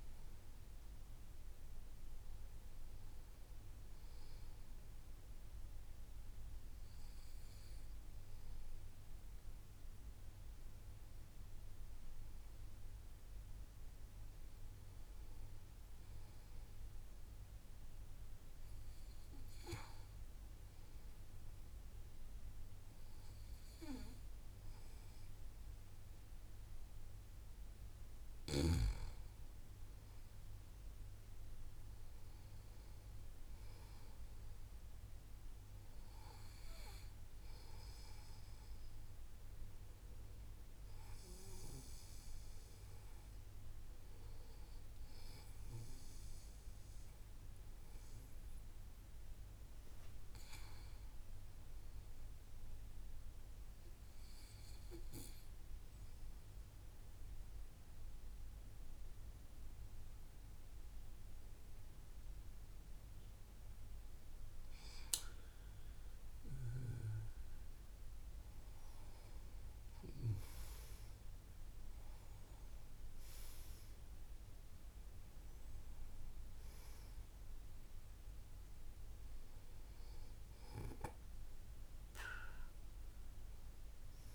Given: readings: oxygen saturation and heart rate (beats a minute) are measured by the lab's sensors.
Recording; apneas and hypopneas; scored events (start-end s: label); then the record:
breathing in sleep by a room microphone; 2
18.50-30.00 s: hypopnea (oxygen 94% before, 90% lowest, heart rate 59 before, 57 extreme, up 2 after)
33.00-38.50 s: arousal
53.00-64.00 s: obstructive apnea (oxygen 94% before, 90% lowest, heart rate 59 before, 55 extreme, up 5 after)
66.00-71.00 s: arousal
66.50-84.35 s: oxygen desaturation (device-marked, oxygen 94% before, 90% lowest, heart rate 58 before, 55 extreme)
From the record:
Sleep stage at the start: N2 (light sleep); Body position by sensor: on the back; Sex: male